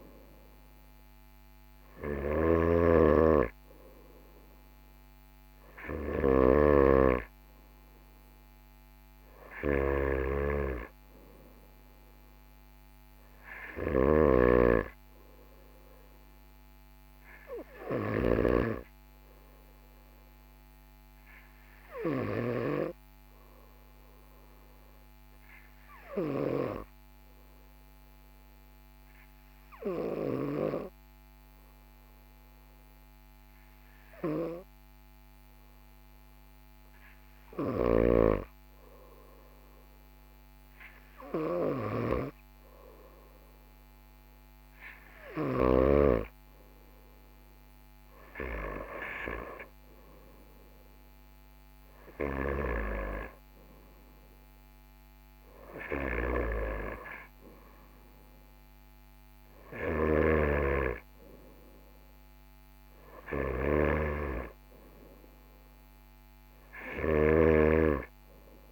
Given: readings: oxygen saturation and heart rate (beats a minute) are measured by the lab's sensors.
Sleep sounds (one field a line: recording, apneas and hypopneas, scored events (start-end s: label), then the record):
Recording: breathing in sleep by a microphone on the trachea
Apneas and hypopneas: 1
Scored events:
0.00-14.50 s: snoring (device-marked)
20.00-46.00 s: hypopnea (oxygen 97% before, 95% lowest, heart rate 45 before, 44 extreme, up 2 after)
48.00-51.50 s: arousal
From the record:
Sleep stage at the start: N2 (light sleep)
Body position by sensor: on the right side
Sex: male